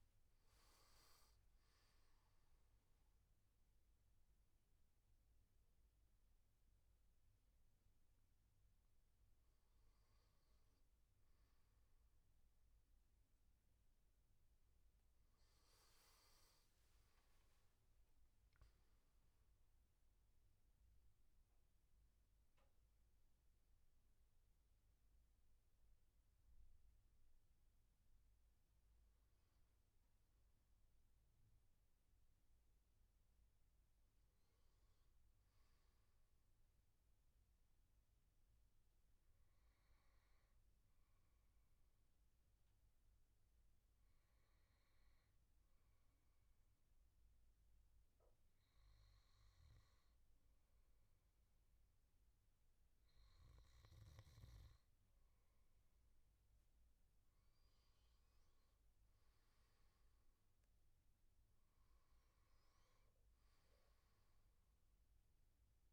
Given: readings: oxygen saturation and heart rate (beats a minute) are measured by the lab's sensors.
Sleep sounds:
breathing in sleep, hard to hear, by a room microphone; 1
0.00-10.50 s: oxygen desaturation (device-marked, oxygen 89% lowest, heart rate 74 extreme)
12.50-16.50 s: arousal
44.00-56.50 s: hypopnea (oxygen 99% before, 94% lowest, heart rate 77 before, 78 extreme, up 6 after)
49.50-65.92 s: new sleep stage, N2 (light sleep)
59.00-63.00 s: arousal
From the record:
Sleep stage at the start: N1 (lightest sleep); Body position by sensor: on the back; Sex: male

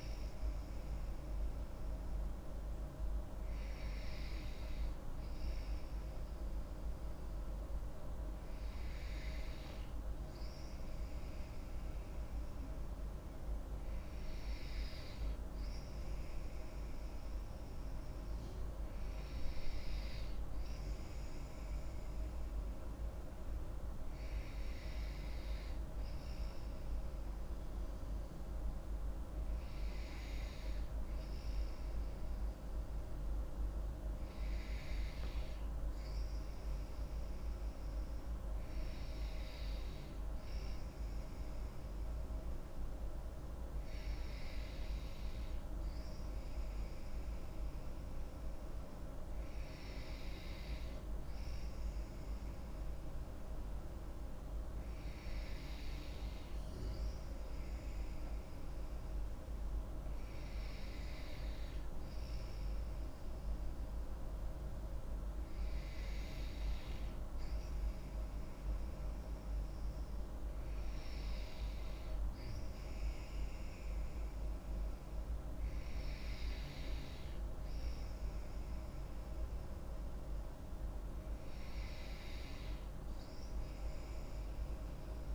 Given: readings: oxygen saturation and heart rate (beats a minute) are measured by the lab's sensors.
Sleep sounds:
breathing in sleep, hard to hear, by a room microphone; none
none scored
From the record:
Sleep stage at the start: N2 (light sleep); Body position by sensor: on the back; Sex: female

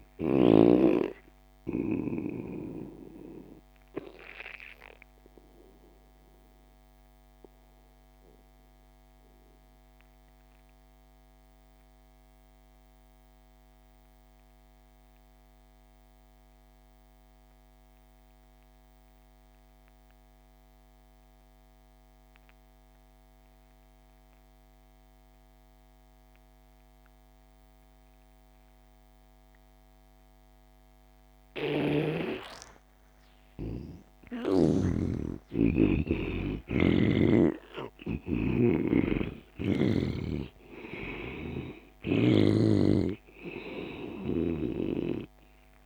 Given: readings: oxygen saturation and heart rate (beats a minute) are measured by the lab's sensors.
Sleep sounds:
breathing in sleep by a microphone on the trachea; 1
0.00-9.00 s: oxygen desaturation (device-marked, oxygen 86% lowest)
2.50-33.00 s: obstructive apnea (oxygen 98% before, 84% lowest)
27.00-45.86 s: oxygen desaturation (device-marked, oxygen 98% before, 84% lowest)
34.00-38.00 s: arousal
36.50-40.00 s: snoring (device-marked)
From the record:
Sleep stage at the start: N2 (light sleep); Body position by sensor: on the back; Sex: male

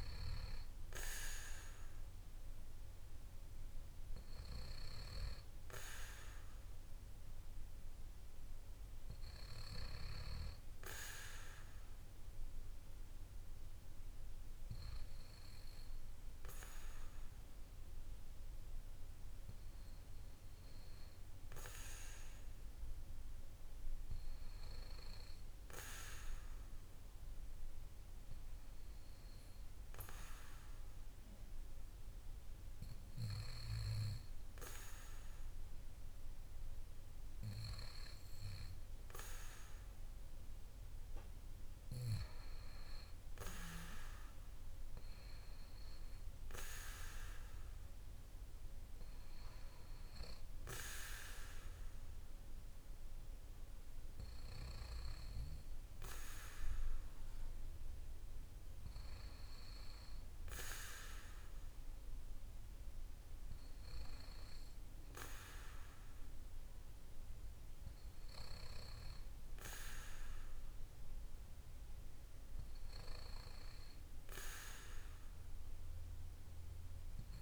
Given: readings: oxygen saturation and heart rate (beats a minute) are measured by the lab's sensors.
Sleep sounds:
breathing in sleep by a room microphone; 1
0.00-10.50 s: oxygen desaturation (device-marked, oxygen 92% lowest, heart rate 51 extreme)
11.50-41.00 s: hypopnea (oxygen 95% before, 93% lowest, heart rate 54 before, 54 extreme, up 2 after)
42.50-46.50 s: arousal
From the record:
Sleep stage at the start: N2 (light sleep); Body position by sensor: on the back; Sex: male

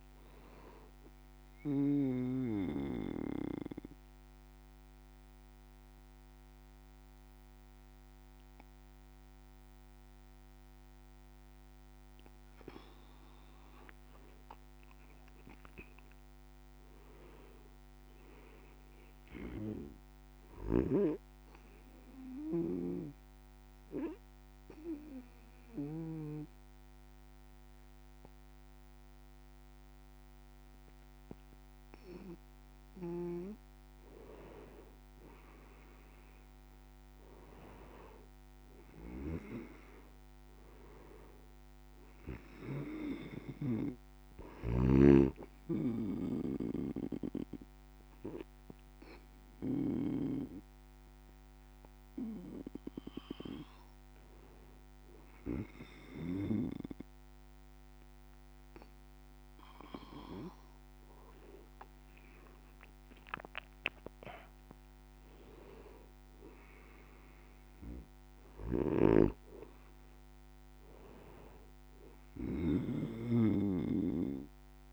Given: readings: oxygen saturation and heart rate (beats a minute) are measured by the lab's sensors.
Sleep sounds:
breathing in sleep by a microphone on the trachea; 3
1.50-13.00 s: obstructive apnea (oxygen 96% before, 93% lowest)
14.50-18.00 s: arousal
21.00-32.50 s: obstructive apnea (oxygen 98% before, 94% lowest)
35.00-38.50 s: arousal
48.00-58.50 s: hypopnea (oxygen 98% before, 94% lowest)
61.50-65.00 s: arousal
From the record:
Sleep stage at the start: N2 (light sleep); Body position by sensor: on the back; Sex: male

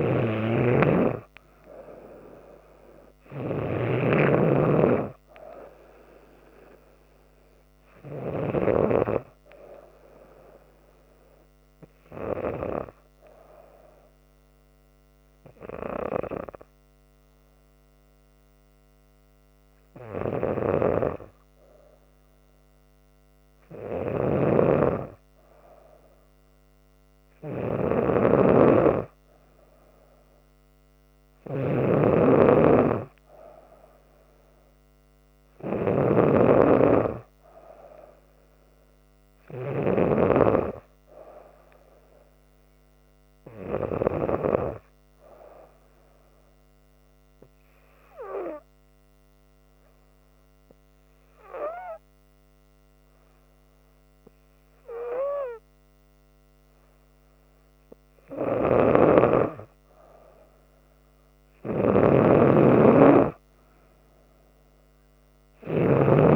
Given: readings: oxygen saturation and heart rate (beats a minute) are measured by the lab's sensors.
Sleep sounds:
breathing in sleep by a microphone on the trachea; 2
0.00-8.50 s: snoring (device-marked)
9.00-20.50 s: hypopnea (oxygen 97% before, 92% lowest, heart rate 72 before, 68 extreme, up 3 after)
24.00-40.00 s: snoring (device-marked)
24.50-28.00 s: arousal
46.00-58.00 s: hypopnea (oxygen 96% before, 92% lowest, heart rate 71 before, 68 extreme, up 2 after)
58.50-66.36 s: snoring (device-marked)
60.00-64.00 s: arousal
63.00-66.36 s: oxygen desaturation (device-marked, oxygen 95% before, 92% lowest, heart rate 70 before, 68 extreme)
From the record:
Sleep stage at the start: N2 (light sleep); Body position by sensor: on the back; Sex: female

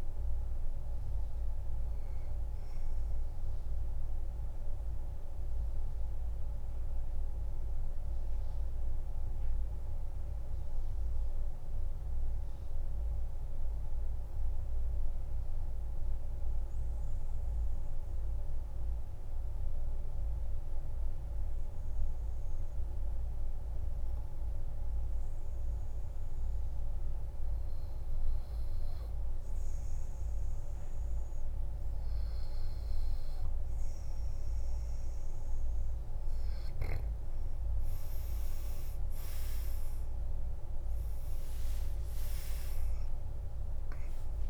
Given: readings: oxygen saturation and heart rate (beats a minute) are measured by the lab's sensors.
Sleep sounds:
breathing in sleep, hard to hear, by a room microphone; 1
0.00-20.00 s: oxygen desaturation (device-marked, oxygen 91% lowest, heart rate 45 extreme)
4.50-35.50 s: mixed apnea (oxygen 99% before, 90% lowest, heart rate 59 before, 44 extreme, up 16 after)
33.00-44.50 s: oxygen desaturation (device-marked, oxygen 99% before, 90% lowest, heart rate 49 before, 42 extreme)
38.50-43.50 s: arousal
From the record:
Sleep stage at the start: N2 (light sleep); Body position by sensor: on the back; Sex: male

